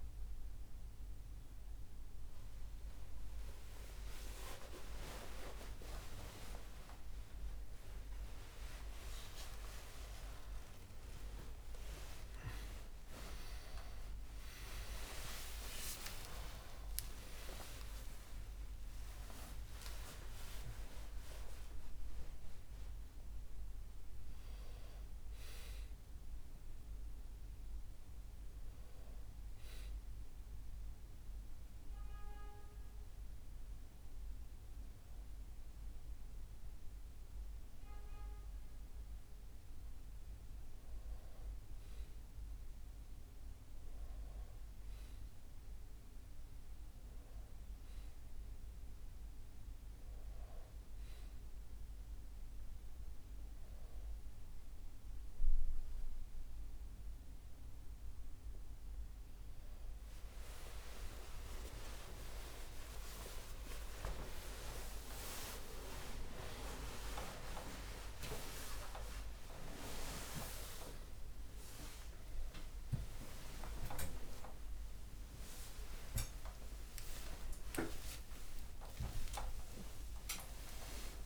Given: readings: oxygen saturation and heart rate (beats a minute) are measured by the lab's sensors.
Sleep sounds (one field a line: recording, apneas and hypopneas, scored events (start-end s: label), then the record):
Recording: a person awake in a sleep study, by a room microphone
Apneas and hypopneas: none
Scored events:
none scored
From the record:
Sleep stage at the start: awake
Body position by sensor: on the back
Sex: male